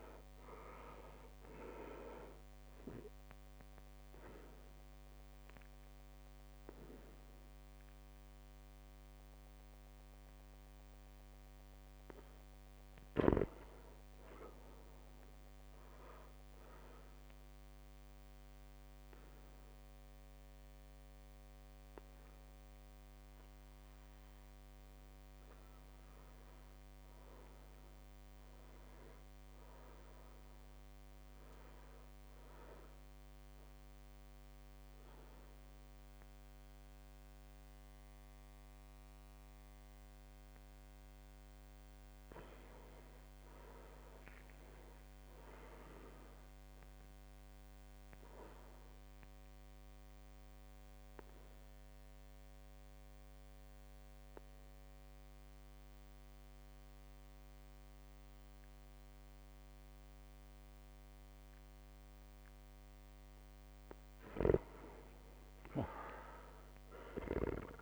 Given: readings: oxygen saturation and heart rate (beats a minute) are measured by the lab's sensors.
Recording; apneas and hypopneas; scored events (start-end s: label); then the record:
breathing in sleep by a microphone on the trachea; 4
0.00-19.50 s: drop in pulse transit time (device-marked, heart rate 55 extreme)
2.00-12.00 s: obstructive apnea (oxygen 99% before, 95% lowest, heart rate 60 before, 55 extreme, up 6 after)
7.50-21.50 s: oxygen desaturation (device-marked, oxygen 98% before, 95% lowest, heart rate 60 before, 56 extreme)
8.50-10.50 s: long interval between heartbeats (device-marked, heart rate 60 before, 55 extreme)
12.50-14.50 s: arousal
15.50-26.50 s: obstructive apnea (oxygen 98% before, 95% lowest, heart rate 59 before, 58 extreme, up 2 after)
28.00-30.00 s: arousal
31.50-41.50 s: obstructive apnea (oxygen 100% before, 96% lowest, heart rate 59 before, 55 extreme, up 5 after)
43.00-45.50 s: arousal
47.50-62.50 s: obstructive apnea (oxygen 100% before, 96% lowest, heart rate 60 before, 54 extreme, up 5 after)
57.00-59.00 s: long interval between heartbeats (device-marked, heart rate 60 before, 61 extreme)
64.00-67.82 s: arousal
From the record:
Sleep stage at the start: REM sleep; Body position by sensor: on the back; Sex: male